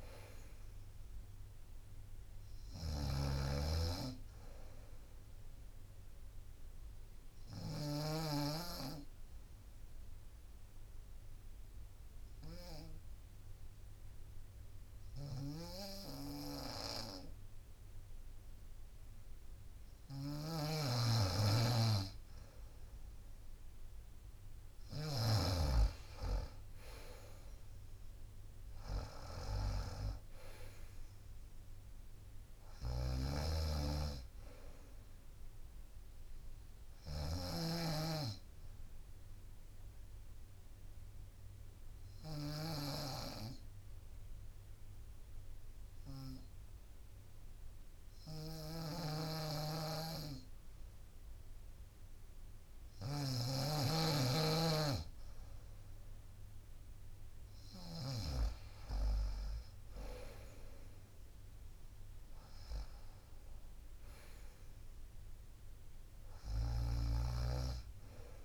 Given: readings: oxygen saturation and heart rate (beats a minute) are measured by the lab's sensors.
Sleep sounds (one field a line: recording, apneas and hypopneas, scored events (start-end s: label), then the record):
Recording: breathing in sleep by a room microphone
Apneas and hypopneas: 2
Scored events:
0.00-13.00 s: snoring (device-marked)
7.00-9.00 s: bradycardia (device-marked, heart rate 67 before, 61 extreme)
7.50-20.00 s: obstructive apnea (oxygen 95% before, 92% lowest, heart rate 65 before, 61 extreme, up 5 after)
15.00-25.50 s: snoring (device-marked)
22.00-37.00 s: drop in pulse transit time (device-marked, heart rate 62 before, 64 extreme)
23.00-26.00 s: arousal
33.00-58.00 s: snoring (device-marked)
39.00-52.50 s: obstructive apnea (oxygen 95% before, 92% lowest, heart rate 65 before, 61 extreme, up 3 after)
56.00-59.50 s: arousal
59.00-68.45 s: drop in pulse transit time (device-marked, heart rate 64 before, 63 extreme)
66.50-68.45 s: snoring (device-marked)
From the record:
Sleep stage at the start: N2 (light sleep)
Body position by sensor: on the right side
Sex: female